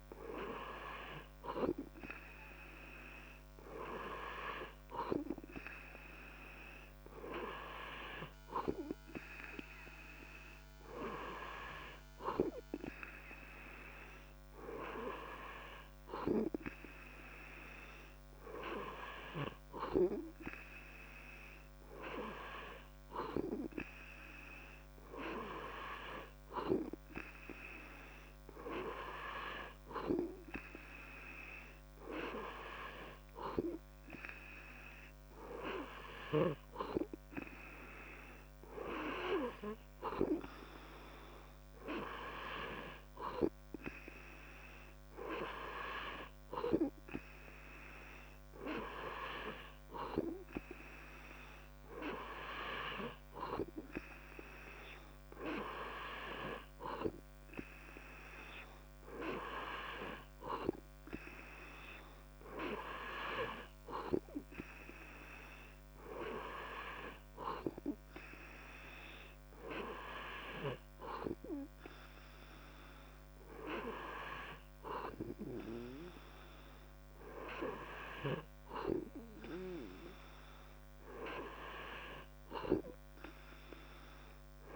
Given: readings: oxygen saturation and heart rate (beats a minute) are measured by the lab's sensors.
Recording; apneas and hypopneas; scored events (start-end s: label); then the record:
breathing in sleep by a microphone on the trachea; none
none scored
From the record:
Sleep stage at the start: N2 (light sleep); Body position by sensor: on the back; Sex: male